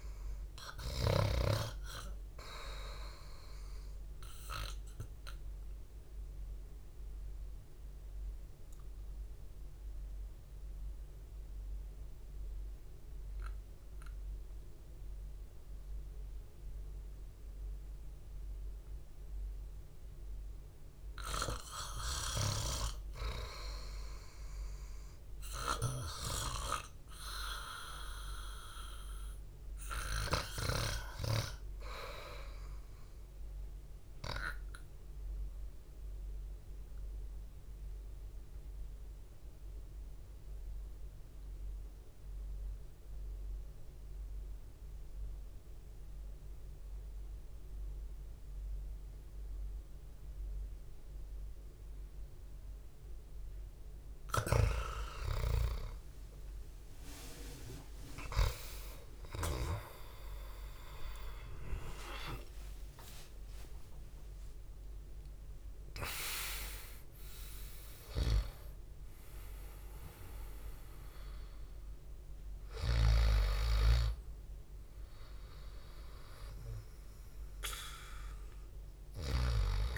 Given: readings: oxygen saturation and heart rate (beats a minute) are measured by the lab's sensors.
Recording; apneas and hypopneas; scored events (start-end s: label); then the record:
breathing in sleep by a room microphone; 2
7.00-22.00 s: obstructive apnea (oxygen 97% before, 88% lowest, heart rate 55 before, 65 extreme, up 0 after)
18.50-42.50 s: oxygen desaturation (device-marked, oxygen 94% before, 88% lowest, heart rate 61 before, 50 extreme)
25.00-28.50 s: arousal
35.50-53.50 s: obstructive apnea (oxygen 94% before, 90% lowest, heart rate 67 before, 50 extreme, up 10 after)
58.50-63.00 s: arousal
75.50-79.98 s: oxygen desaturation (device-marked, oxygen 97% before, 94% lowest, heart rate 76 before, 50 extreme)
From the record:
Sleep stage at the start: REM sleep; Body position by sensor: on the back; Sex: male